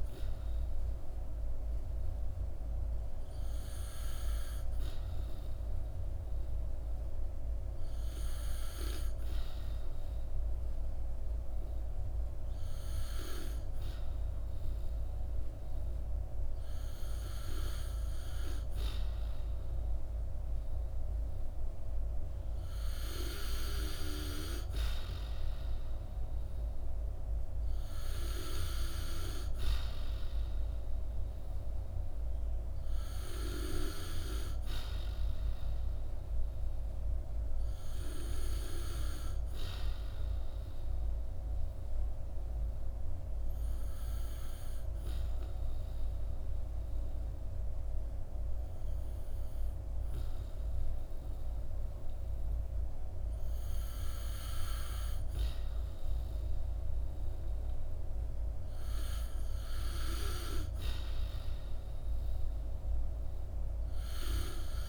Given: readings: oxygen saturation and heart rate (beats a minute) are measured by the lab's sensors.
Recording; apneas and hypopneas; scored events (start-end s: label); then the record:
breathing in sleep by a room microphone; 1
41.50-54.00 s: obstructive apnea (oxygen 96% before, 93% lowest, heart rate 57 before, 55 extreme, up 4 after)
57.50-62.00 s: arousal
From the record:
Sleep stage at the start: N2 (light sleep); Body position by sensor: on the back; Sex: male